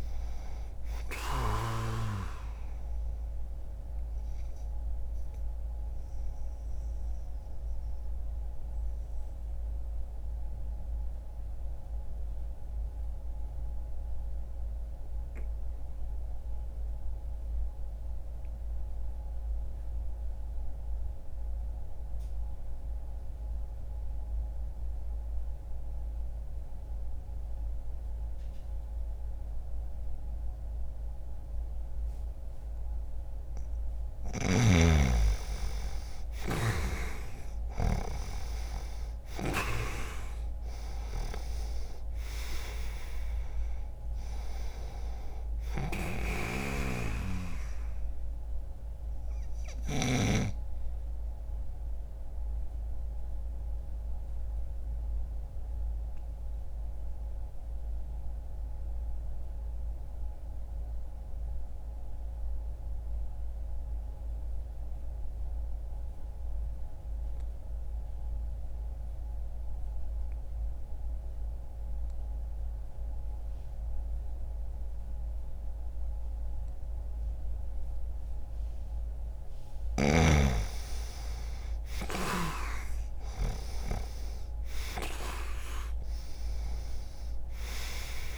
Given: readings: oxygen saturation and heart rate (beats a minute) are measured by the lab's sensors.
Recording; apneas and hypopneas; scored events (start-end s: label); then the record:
breathing in sleep by a room microphone; 2
5.00-33.00 s: obstructive apnea (oxygen 98% before, 89% lowest, heart rate 60 before, 60 extreme, up 0 after)
16.50-26.50 s: oxygen desaturation (device-marked, oxygen 94% before, 90% lowest, heart rate 60 before, 60 extreme)
35.00-40.50 s: arousal
51.00-78.00 s: obstructive apnea (oxygen 98% before, 89% lowest, heart rate 60 before, 60 extreme, up 0 after)
64.50-72.50 s: oxygen desaturation (device-marked, oxygen 96% before, 89% lowest, heart rate 60 before, 60 extreme)
80.00-83.50 s: arousal
82.50-88.38 s: new sleep stage, REM sleep
From the record:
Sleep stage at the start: N2 (light sleep); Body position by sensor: on the right side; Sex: male